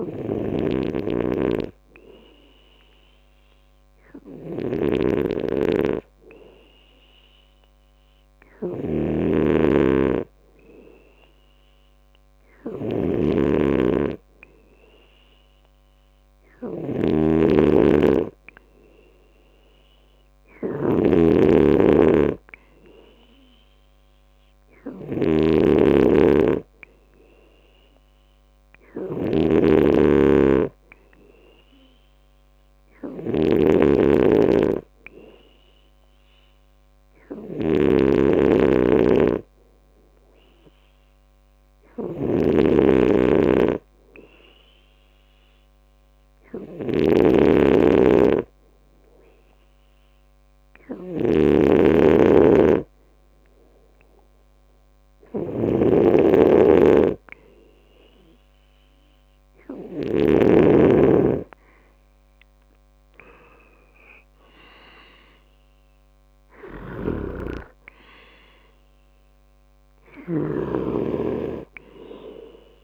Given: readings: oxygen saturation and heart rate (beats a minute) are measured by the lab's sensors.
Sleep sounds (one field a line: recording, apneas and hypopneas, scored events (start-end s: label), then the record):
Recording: breathing in sleep by a microphone on the trachea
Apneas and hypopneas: 1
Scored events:
0.00-60.50 s: snoring (device-marked)
23.00-40.00 s: oxygen desaturation (device-marked, oxygen 96% before, 93% lowest, heart rate 66 before, 65 extreme)
30.50-33.00 s: arousal
36.00-55.50 s: hypopnea (oxygen 97% before, 92% lowest, heart rate 66 before, 65 extreme, up 14 after)
51.00-53.00 s: long interval between heartbeats (device-marked, heart rate 66 before, 74 extreme)
59.50-62.50 s: arousal
63.50-65.50 s: long interval between heartbeats (device-marked, heart rate 69 before, 79 extreme)
66.50-72.84 s: snoring (device-marked)
From the record:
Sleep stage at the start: N2 (light sleep)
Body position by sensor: on the left side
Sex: male